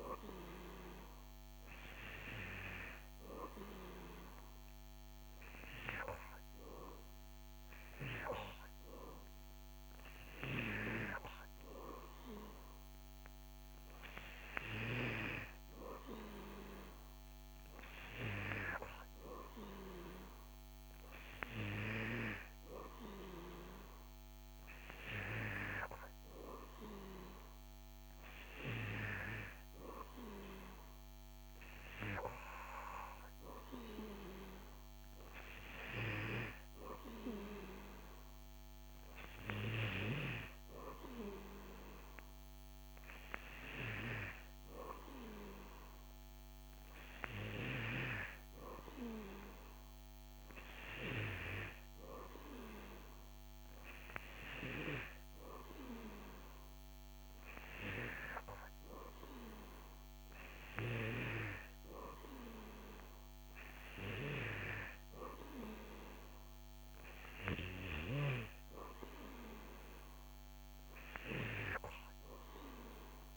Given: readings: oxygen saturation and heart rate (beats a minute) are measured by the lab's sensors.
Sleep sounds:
breathing in sleep by a microphone on the trachea; none
none scored
From the record:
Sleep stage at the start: N2 (light sleep); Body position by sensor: on the back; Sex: male

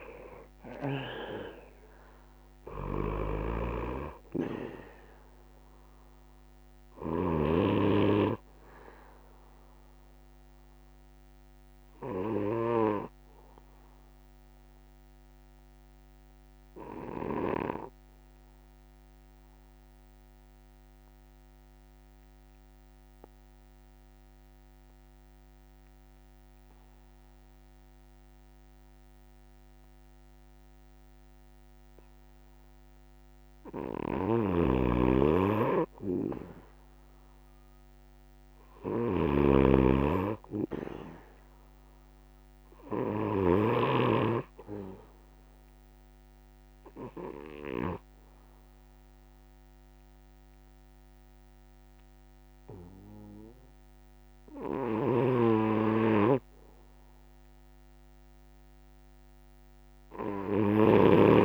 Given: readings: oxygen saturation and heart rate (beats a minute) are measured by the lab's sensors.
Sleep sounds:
breathing in sleep by a microphone on the trachea; 2
0.00-1.00 s: snoring (device-marked)
0.00-30.00 s: oxygen desaturation (device-marked, oxygen 77% lowest)
3.00-12.50 s: snoring (device-marked)
10.50-32.50 s: obstructive apnea (oxygen 98% before, 77% lowest)
33.50-43.00 s: snoring (device-marked)
34.00-61.45 s: new sleep stage, N1 (lightest sleep)
37.00-61.00 s: oxygen desaturation (device-marked, oxygen 99% before, 87% lowest)
42.50-57.00 s: obstructive apnea (oxygen 99% before, 82% lowest)
54.50-61.45 s: snoring (device-marked)
From the record:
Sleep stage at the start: N3 (deep sleep); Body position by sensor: on the back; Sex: male

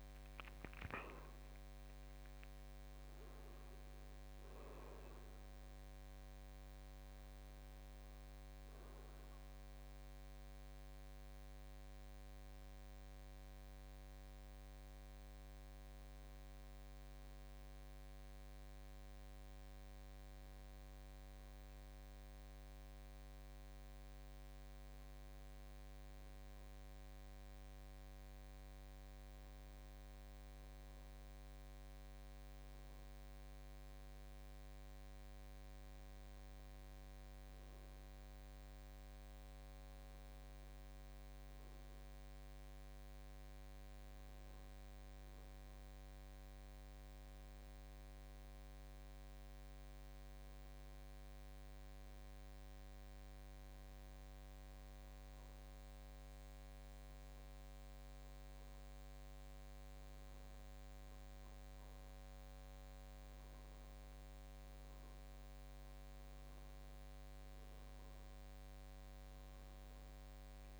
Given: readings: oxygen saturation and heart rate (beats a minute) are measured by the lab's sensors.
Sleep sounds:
breathing in sleep, hard to hear, by a microphone on the trachea; 2
0.00-2.50 s: arousal
0.00-21.00 s: oxygen desaturation (device-marked, oxygen 92% lowest, heart rate 53 extreme)
11.00-25.50 s: hypopnea (oxygen 96% before, 93% lowest, heart rate 61 before, 53 extreme, up 2 after)
28.00-31.00 s: arousal
49.00-61.00 s: hypopnea (oxygen 98% before, 93% lowest, heart rate 56 before, 55 extreme, up 2 after)
64.00-67.50 s: arousal
From the record:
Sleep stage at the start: N2 (light sleep); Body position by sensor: on the back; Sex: male

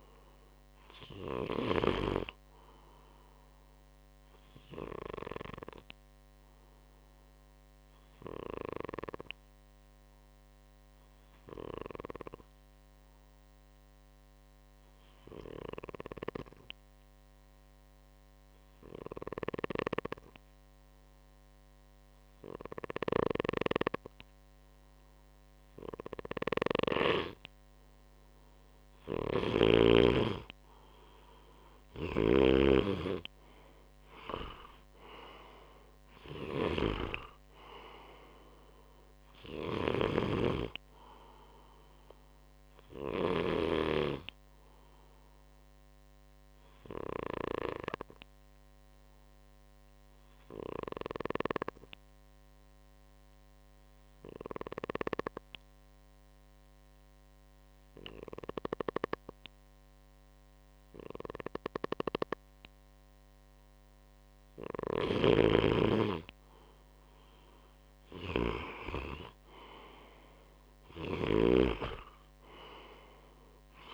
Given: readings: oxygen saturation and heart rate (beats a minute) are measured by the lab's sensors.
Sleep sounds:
breathing in sleep by a microphone on the trachea; 2
0.00-15.50 s: oxygen desaturation (device-marked, oxygen 93% lowest, heart rate 60 extreme)
4.00-27.00 s: obstructive apnea (oxygen 97% before, 93% lowest, heart rate 65 before, 59 extreme, up 5 after)
26.00-29.50 s: snoring (device-marked)
28.50-32.00 s: arousal
31.50-36.50 s: snoring (device-marked)
31.50-53.50 s: oxygen desaturation (device-marked, oxygen 97% before, 93% lowest, heart rate 62 before, 59 extreme)
44.50-63.50 s: obstructive apnea (oxygen 98% before, 93% lowest, heart rate 65 before, 59 extreme, up 3 after)
64.50-71.00 s: snoring (device-marked)
66.00-70.00 s: arousal
From the record:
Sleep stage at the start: N2 (light sleep); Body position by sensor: on the right side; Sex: male

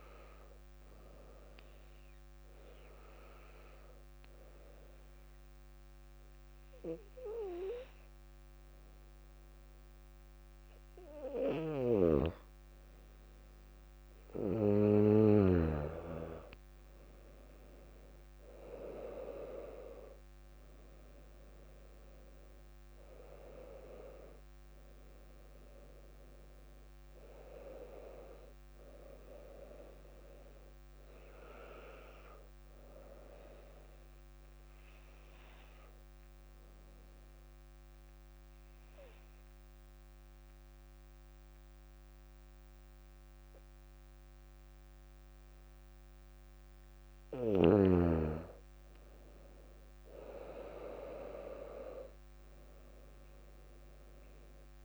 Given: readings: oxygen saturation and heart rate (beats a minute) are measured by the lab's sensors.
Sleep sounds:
breathing in sleep by a microphone on the trachea; 2
3.00-14.50 s: obstructive apnea (oxygen 99% before, 94% lowest, heart rate 59 before, 56 extreme, up 3 after)
19.00-40.00 s: oxygen desaturation (device-marked, oxygen 99% before, 94% lowest, heart rate 59 before, 56 extreme)
21.50-25.50 s: arousal
34.00-47.00 s: obstructive apnea (oxygen 99% before, 93% lowest, heart rate 60 before, 55 extreme, up 5 after)
51.50-54.85 s: arousal
From the record:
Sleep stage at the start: N2 (light sleep); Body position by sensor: on the back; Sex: female

